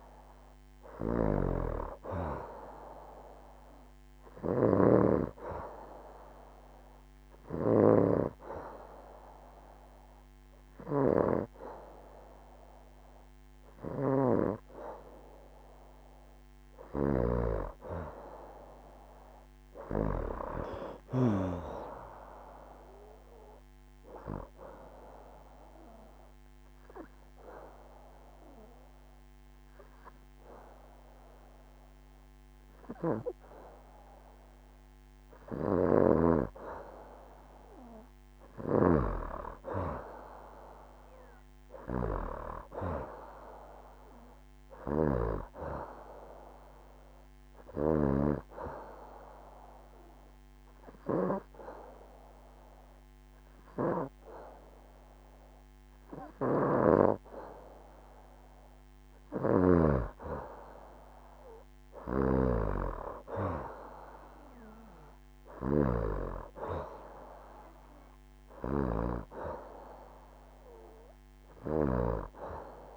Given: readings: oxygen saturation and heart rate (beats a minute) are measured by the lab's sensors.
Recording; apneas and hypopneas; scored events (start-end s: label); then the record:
breathing in sleep by a microphone on the trachea; 3
0.00-2.00 s: arousal
0.00-7.50 s: snoring (device-marked)
3.00-19.00 s: oxygen desaturation (device-marked, oxygen 92% before, 89% lowest, heart rate 71 before, 63 extreme)
5.00-15.50 s: hypopnea (oxygen 93% before, 89% lowest, heart rate 71 before, 63 extreme, up 2 after)
18.50-21.00 s: arousal
20.50-21.00 s: leg movement (device-marked)
24.50-35.50 s: obstructive apnea (oxygen 93% before, 89% lowest, heart rate 70 before, 63 extreme, up 4 after)
25.00-47.00 s: oxygen desaturation (device-marked, oxygen 93% before, 89% lowest, heart rate 70 before, 63 extreme)
35.00-38.50 s: snoring (device-marked)
41.00-44.00 s: arousal
48.50-59.50 s: obstructive apnea (oxygen 93% before, 89% lowest, heart rate 67 before, 65 extreme, up 4 after)
49.00-55.00 s: oxygen desaturation (device-marked, oxygen 94% before, 90% lowest, heart rate 67 before, 66 extreme)
62.50-65.50 s: arousal
65.00-71.50 s: snoring (device-marked)
70.00-72.96 s: oxygen desaturation (device-marked, oxygen 94% before, 89% lowest, heart rate 69 before, 65 extreme)
From the record:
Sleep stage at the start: N2 (light sleep); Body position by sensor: on the back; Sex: female